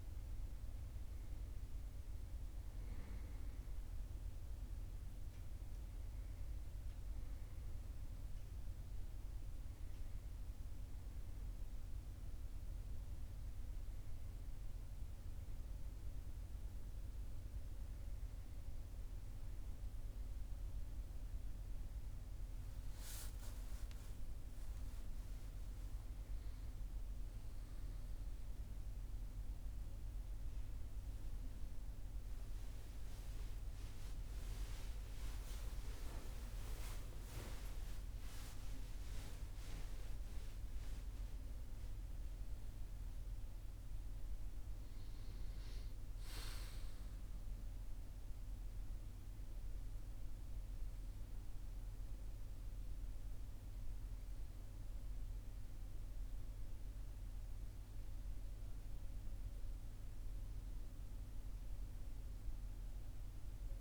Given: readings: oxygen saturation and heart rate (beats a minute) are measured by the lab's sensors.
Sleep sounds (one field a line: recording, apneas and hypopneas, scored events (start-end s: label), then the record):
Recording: a person awake in a sleep study, hard to hear, by a room microphone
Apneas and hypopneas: none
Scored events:
34.50-63.81 s: new sleep stage, N1 (lightest sleep)
From the record:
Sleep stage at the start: awake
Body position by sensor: on the right side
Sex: male